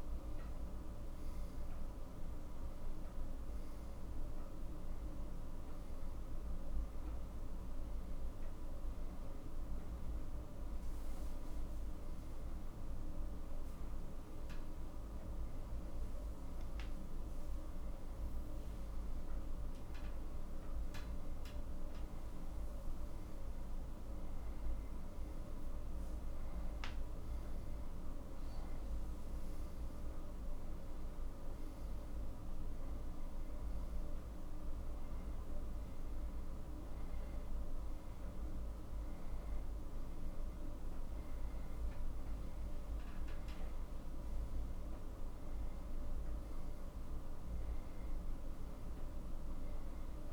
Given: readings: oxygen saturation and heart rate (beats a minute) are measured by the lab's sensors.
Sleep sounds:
breathing in sleep, hard to hear, by a room microphone; none
23.00-50.33 s: new sleep stage, N2 (light sleep)
From the record:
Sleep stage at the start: N1 (lightest sleep); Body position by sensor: on the back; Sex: male

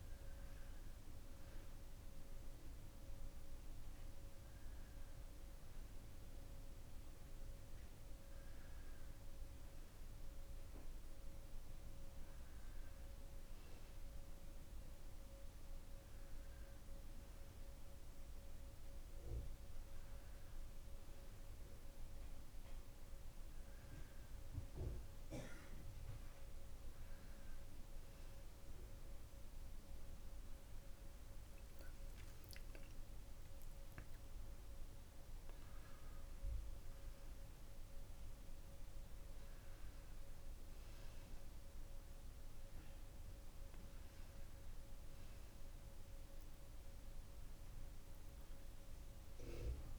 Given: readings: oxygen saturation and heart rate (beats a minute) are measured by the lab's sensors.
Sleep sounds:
breathing in sleep, hard to hear, by a room microphone; none
none scored
From the record:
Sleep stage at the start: N2 (light sleep); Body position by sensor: on the back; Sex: male

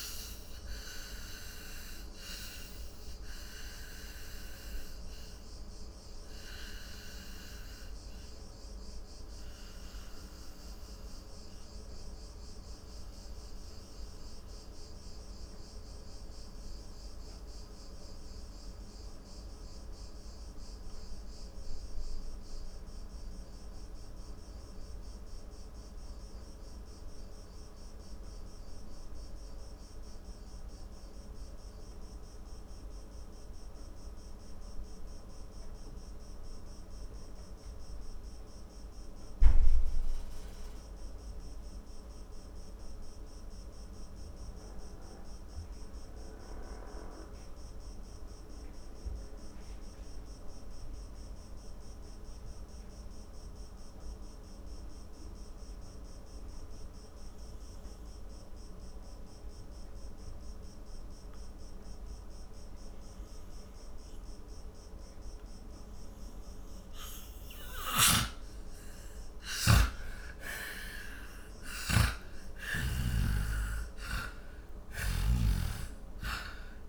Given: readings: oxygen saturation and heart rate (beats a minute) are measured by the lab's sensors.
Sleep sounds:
breathing in sleep by a room microphone; 1
0.00-37.00 s: oxygen desaturation (device-marked, oxygen 81% lowest, heart rate 38 extreme)
0.50-64.00 s: obstructive apnea (oxygen 98% before, 80% lowest, heart rate 67 before, 38 extreme, up 19 after)
60.00-76.89 s: oxygen desaturation (device-marked, oxygen 97% before, 80% lowest, heart rate 49 before, 36 extreme)
68.00-73.00 s: arousal
68.00-76.89 s: snoring (device-marked)
From the record:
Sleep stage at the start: N2 (light sleep); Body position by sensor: on the back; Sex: male

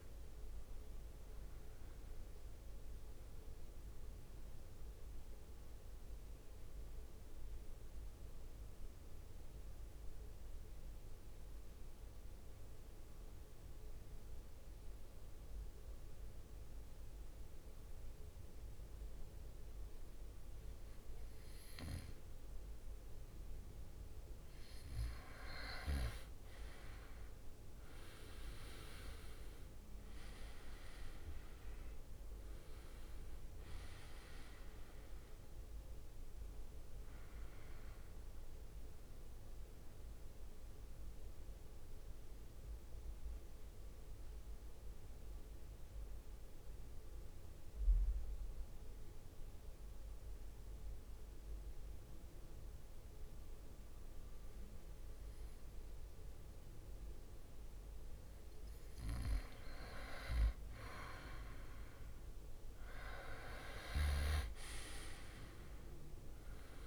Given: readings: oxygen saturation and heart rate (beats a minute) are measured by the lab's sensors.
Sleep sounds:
breathing in sleep by a room microphone; 2
0.00-13.00 s: oxygen desaturation (device-marked, oxygen 92% lowest, heart rate 50 extreme)
3.50-24.50 s: mixed apnea (oxygen 99% before, 92% lowest, heart rate 63 before, 50 extreme, up 15 after)
24.00-49.00 s: oxygen desaturation (device-marked, oxygen 98% before, 92% lowest, heart rate 53 before, 52 extreme)
28.00-32.00 s: arousal
28.00-41.00 s: drop in pulse transit time (device-marked, heart rate 55 before, 59 extreme)
41.00-58.00 s: mixed apnea (oxygen 98% before, 90% lowest, heart rate 64 before, 53 extreme, up 10 after)
63.00-66.87 s: oxygen desaturation (device-marked, oxygen 98% before, 92% lowest, heart rate 57 before, 57 extreme)
64.50-66.87 s: arousal
From the record:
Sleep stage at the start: N2 (light sleep); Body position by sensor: on the back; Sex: male

